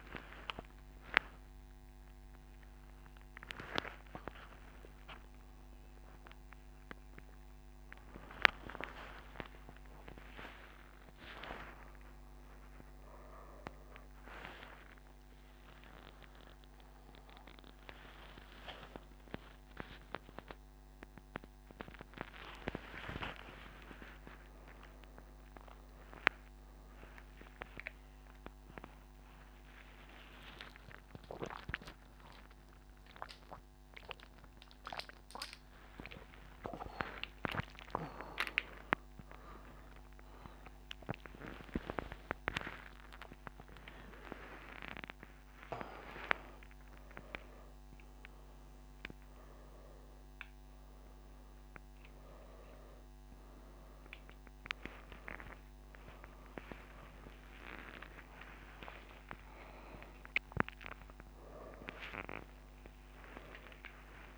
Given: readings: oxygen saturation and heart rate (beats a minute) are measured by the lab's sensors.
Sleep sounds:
breathing in sleep by a microphone on the trachea; none
2.00-21.00 s: oxygen desaturation (device-marked, oxygen 95% before, 89% lowest, heart rate 70 before, 56 extreme)
From the record:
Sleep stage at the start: N2 (light sleep); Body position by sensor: on the right side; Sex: male

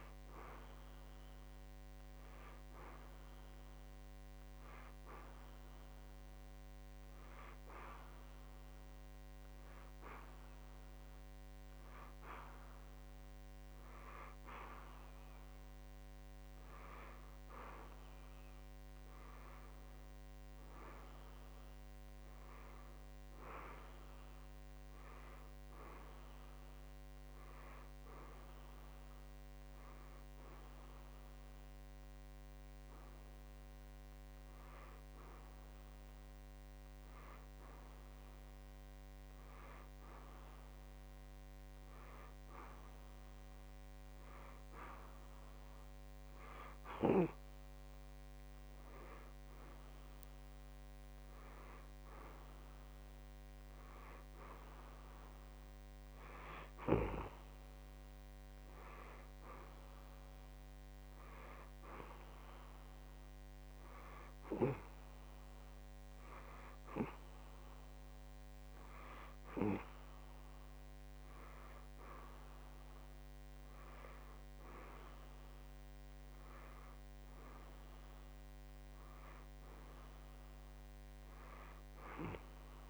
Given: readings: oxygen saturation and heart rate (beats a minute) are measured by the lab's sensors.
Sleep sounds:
breathing in sleep by a microphone on the trachea; 1
4.00-15.00 s: hypopnea (oxygen 94% before, 92% lowest, heart rate 57 before, 56 extreme, up 2 after)
17.00-20.50 s: arousal
17.50-82.90 s: new sleep stage, N2 (light sleep)
77.50-81.50 s: arousal
From the record:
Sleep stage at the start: N1 (lightest sleep); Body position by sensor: on the back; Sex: male

